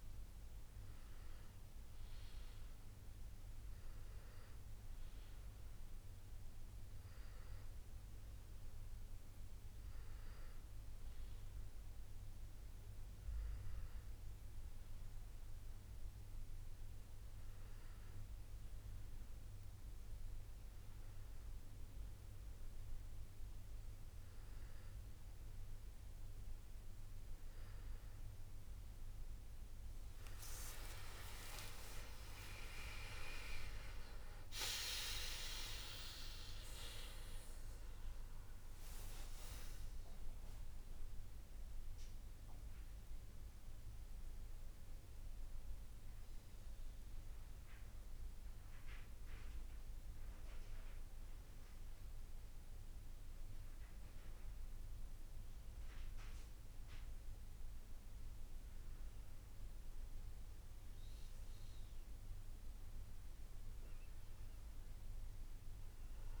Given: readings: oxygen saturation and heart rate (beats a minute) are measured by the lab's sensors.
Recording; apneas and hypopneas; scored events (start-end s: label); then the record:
breathing in sleep by a room microphone; none
30.50-35.00 s: arousal
From the record:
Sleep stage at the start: N1 (lightest sleep); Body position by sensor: on the back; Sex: male